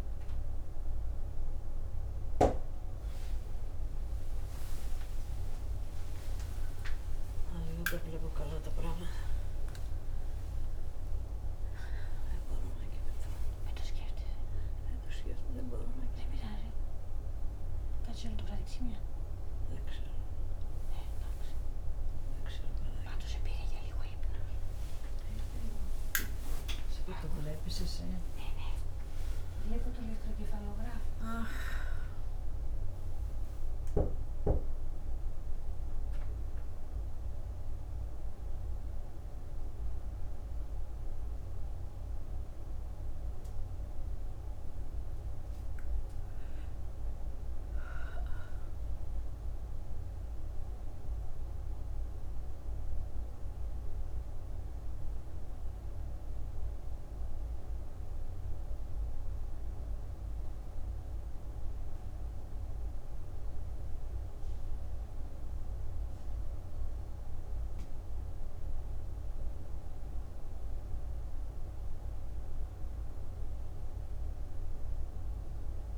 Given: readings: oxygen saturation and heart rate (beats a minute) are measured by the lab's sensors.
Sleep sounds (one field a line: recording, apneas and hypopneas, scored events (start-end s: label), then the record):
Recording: a person awake in a sleep study, by a room microphone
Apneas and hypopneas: none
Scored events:
5.50-75.98 s: new sleep stage, awake
74.50-75.98 s: oxygen desaturation (device-marked, oxygen 99% before, 93% lowest, heart rate 64 before, 59 extreme)
From the record:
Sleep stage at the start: N1 (lightest sleep)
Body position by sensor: on the back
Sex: female